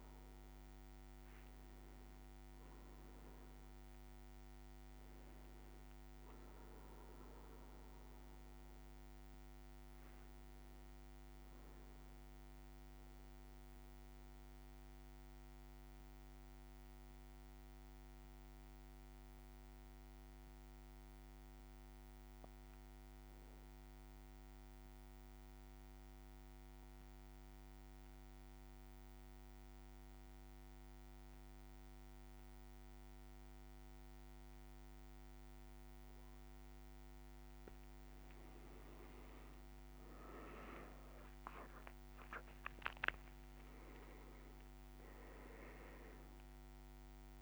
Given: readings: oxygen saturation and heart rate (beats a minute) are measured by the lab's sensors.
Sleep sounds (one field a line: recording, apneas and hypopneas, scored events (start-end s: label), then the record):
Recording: breathing in sleep, hard to hear, by a microphone on the trachea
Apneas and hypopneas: 1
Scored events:
0.00-19.50 s: oxygen desaturation (device-marked, oxygen 93% lowest, heart rate 53 extreme)
13.50-38.00 s: central apnea (oxygen 98% before, 93% lowest, heart rate 57 before, 53 extreme, up 5 after)
38.50-47.42 s: oxygen desaturation (device-marked, oxygen 99% before, 93% lowest, heart rate 55 before, 54 extreme)
40.00-45.00 s: arousal
From the record:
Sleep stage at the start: REM sleep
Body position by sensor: on the back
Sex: male